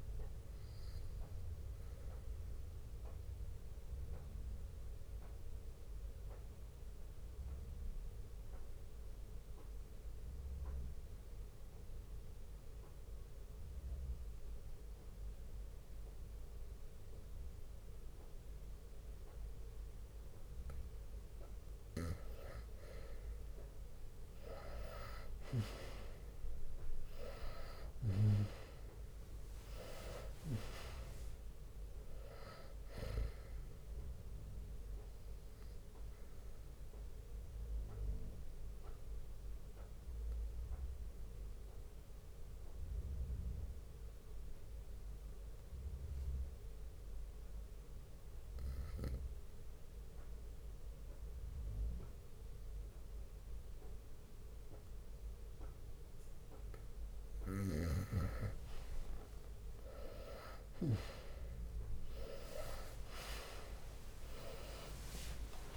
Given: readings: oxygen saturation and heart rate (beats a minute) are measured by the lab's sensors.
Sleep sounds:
breathing in sleep by a room microphone; 2
0.00-4.00 s: drop in pulse transit time (device-marked, heart rate 66 extreme)
0.00-18.00 s: oxygen desaturation (device-marked, oxygen 91% lowest, heart rate 56 extreme)
1.00-21.00 s: obstructive apnea (oxygen 98% before, 91% lowest, heart rate 67 before, 56 extreme, up 10 after)
5.00-20.00 s: bradycardia (device-marked, heart rate 66 before, 56 extreme)
24.50-29.50 s: arousal
25.00-39.00 s: drop in pulse transit time (device-marked, heart rate 58 before, 63 extreme)
30.00-54.00 s: oxygen desaturation (device-marked, oxygen 98% before, 92% lowest, heart rate 60 before, 58 extreme)
34.50-58.00 s: obstructive apnea (oxygen 98% before, 92% lowest, heart rate 62 before, 58 extreme, up 9 after)
39.00-48.00 s: bradycardia (device-marked, heart rate 66 before, 58 extreme)
60.00-64.50 s: arousal
From the record:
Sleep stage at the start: N2 (light sleep); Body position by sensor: on the right side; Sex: male

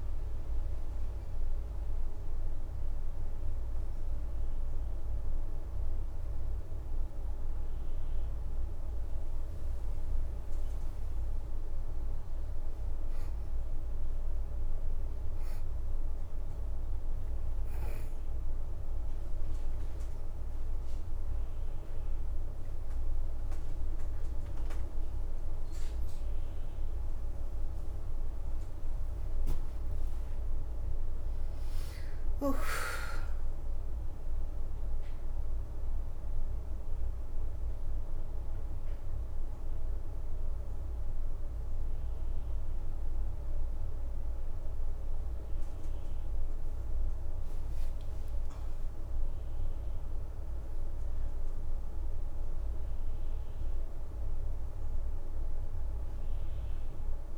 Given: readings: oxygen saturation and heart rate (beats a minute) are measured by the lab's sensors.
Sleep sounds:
breathing in sleep, hard to hear, by a room microphone; none
8.50-12.00 s: leg movement (device-marked)
18.50-19.50 s: leg movement (device-marked)
25.50-30.00 s: leg movement (device-marked)
39.50-47.50 s: oxygen desaturation (device-marked, oxygen 92% before, 89% lowest, heart rate 88 before, 85 extreme)
46.00-48.50 s: leg movement (device-marked)
48.00-52.00 s: arousal
From the record:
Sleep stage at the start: N2 (light sleep); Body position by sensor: on the back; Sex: female

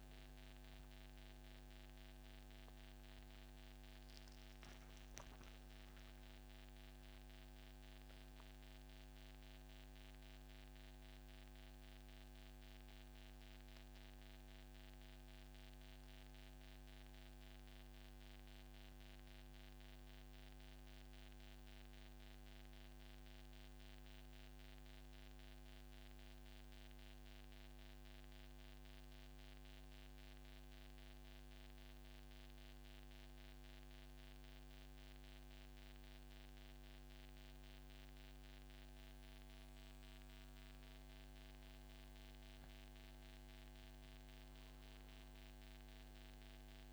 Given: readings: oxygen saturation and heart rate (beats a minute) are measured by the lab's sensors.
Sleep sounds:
breathing in sleep, hard to hear, by a microphone on the trachea; 1
0.00-14.00 s: oxygen desaturation (device-marked, oxygen 89% lowest, heart rate 101 extreme)
18.50-39.00 s: mixed apnea (oxygen 95% before, 90% lowest, heart rate 142 before, 101 extreme, up 18 after)
35.50-37.50 s: long interval between heartbeats (device-marked, heart rate 120 before, 101 extreme)
42.00-46.00 s: arousal
43.50-45.50 s: long interval between heartbeats (device-marked, heart rate 110 before, 115 extreme)
From the record:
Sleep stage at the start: N2 (light sleep); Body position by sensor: on the back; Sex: male

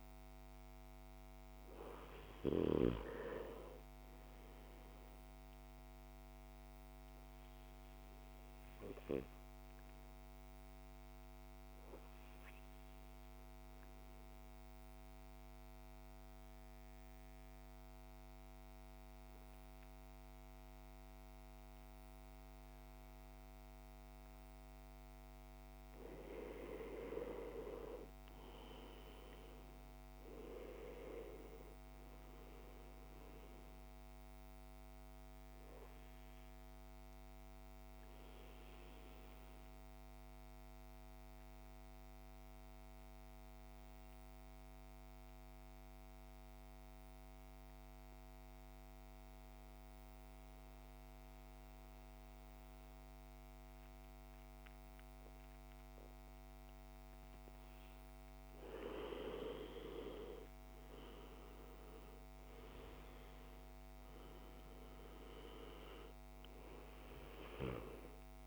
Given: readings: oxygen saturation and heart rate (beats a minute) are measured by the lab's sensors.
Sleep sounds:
breathing in sleep by a microphone on the trachea; 2
5.50-18.50 s: oxygen desaturation (device-marked, oxygen 97% before, 90% lowest, heart rate 56 before, 53 extreme)
12.00-25.50 s: mixed apnea (oxygen 97% before, 87% lowest, heart rate 58 before, 53 extreme, up 9 after)
27.00-30.50 s: arousal
31.50-49.50 s: oxygen desaturation (device-marked, oxygen 98% before, 90% lowest, heart rate 56 before, 53 extreme)
36.50-57.00 s: mixed apnea (oxygen 98% before, 85% lowest, heart rate 57 before, 51 extreme, up 15 after)
61.00-65.50 s: arousal
62.50-68.47 s: oxygen desaturation (device-marked, oxygen 98% before, 88% lowest, heart rate 55 before, 51 extreme)
From the record:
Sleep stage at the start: N2 (light sleep); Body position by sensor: on the back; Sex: male

